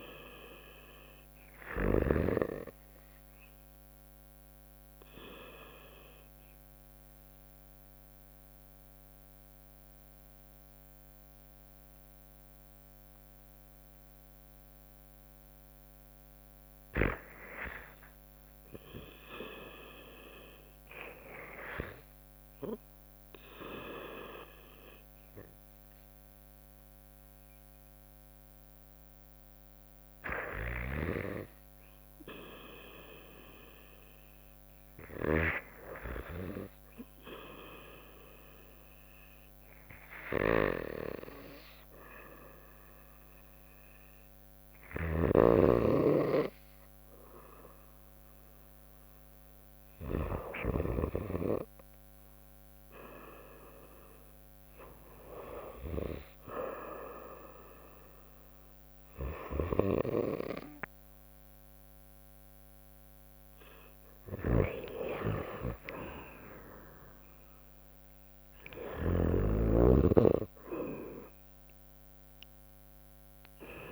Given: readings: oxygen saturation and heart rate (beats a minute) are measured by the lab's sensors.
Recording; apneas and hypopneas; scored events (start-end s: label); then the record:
breathing in sleep by a microphone on the trachea; 2
0.00-6.00 s: drop in pulse transit time (device-marked, heart rate 67 extreme)
2.50-15.00 s: obstructive apnea (oxygen 91% before, 85% lowest, heart rate 65 before, 64 extreme)
26.00-30.00 s: arousal
31.00-42.00 s: oxygen desaturation (device-marked, oxygen 92% before, 87% lowest, heart rate 67 before, 63 extreme)
38.50-49.50 s: obstructive apnea (oxygen 92% before, 88% lowest, heart rate 66 before, 63 extreme, up 1 after)
64.00-68.50 s: arousal
68.50-73.92 s: snoring (device-marked)
From the record:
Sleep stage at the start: REM sleep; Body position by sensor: on the right side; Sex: female